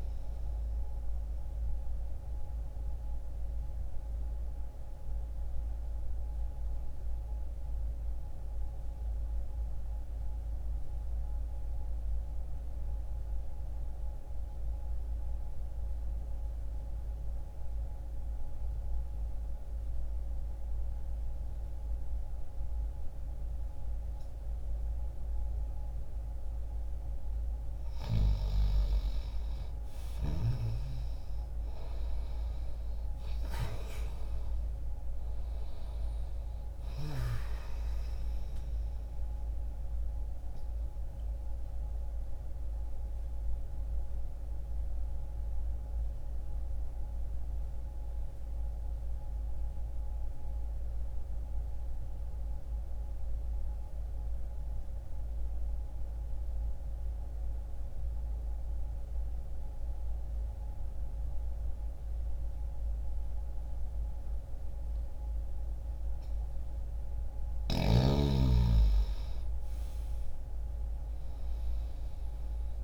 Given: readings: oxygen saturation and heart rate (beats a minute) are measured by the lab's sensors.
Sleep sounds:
breathing in sleep by a room microphone; 2
0.00-22.50 s: oxygen desaturation (device-marked, oxygen 84% lowest, heart rate 60 extreme)
0.50-26.50 s: mixed apnea (oxygen 96% before, 84% lowest, heart rate 60 before, 60 extreme, up 0 after)
28.50-33.50 s: arousal
33.50-60.50 s: oxygen desaturation (device-marked, oxygen 96% before, 85% lowest, heart rate 60 before, 60 extreme)
38.50-66.00 s: mixed apnea (oxygen 96% before, 83% lowest, heart rate 60 before, 60 extreme, up 0 after)
67.50-72.84 s: oxygen desaturation (device-marked, oxygen 96% before, 83% lowest, heart rate 60 before, 60 extreme)
68.50-72.84 s: arousal
From the record:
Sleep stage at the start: N2 (light sleep); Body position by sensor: on the left side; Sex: male

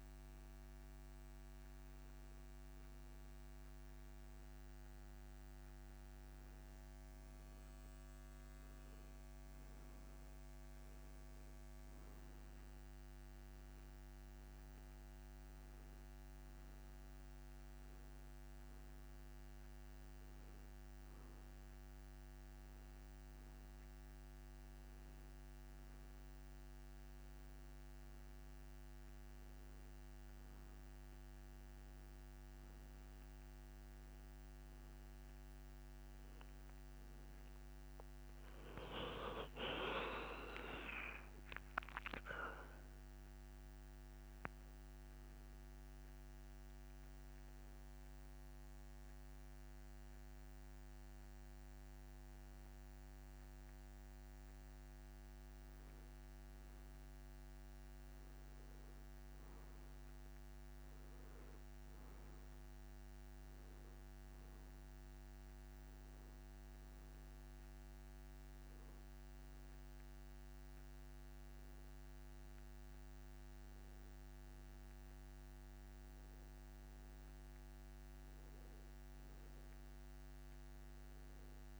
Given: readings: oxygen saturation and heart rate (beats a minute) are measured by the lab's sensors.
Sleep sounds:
breathing in sleep, hard to hear, by a microphone on the trachea; none
39.50-43.00 s: arousal
From the record:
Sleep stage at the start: N2 (light sleep); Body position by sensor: on the back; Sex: male

